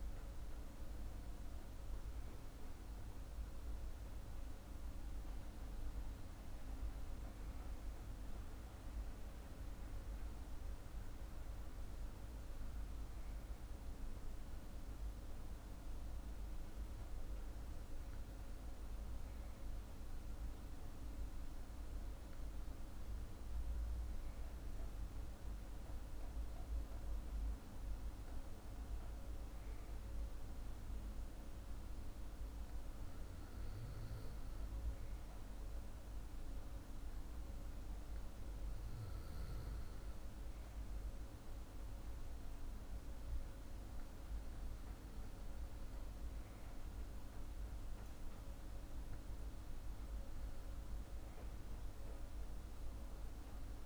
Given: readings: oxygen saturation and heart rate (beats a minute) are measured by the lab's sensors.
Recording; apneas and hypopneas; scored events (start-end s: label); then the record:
breathing in sleep, hard to hear, by a room microphone; 1
28.00-49.50 s: hypopnea (oxygen 96% before, 95% lowest, heart rate 45 before, 43 extreme, up 0 after)
From the record:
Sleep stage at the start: N2 (light sleep); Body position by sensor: on the back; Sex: male